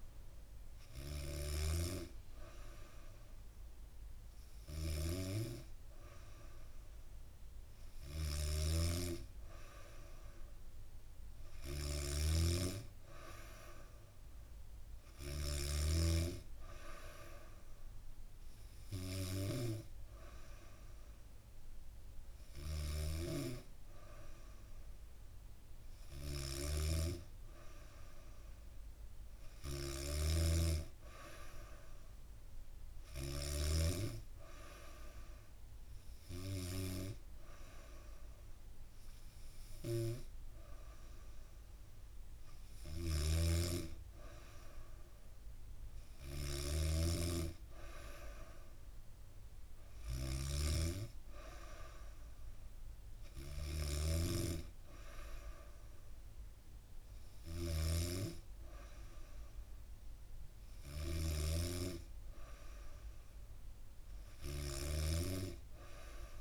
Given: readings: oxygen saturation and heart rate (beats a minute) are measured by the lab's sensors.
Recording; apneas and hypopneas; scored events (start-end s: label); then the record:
breathing in sleep by a room microphone; none
0.00-33.00 s: snoring (device-marked)
42.50-66.41 s: snoring (device-marked)
From the record:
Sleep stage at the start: N3 (deep sleep); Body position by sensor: on the back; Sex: female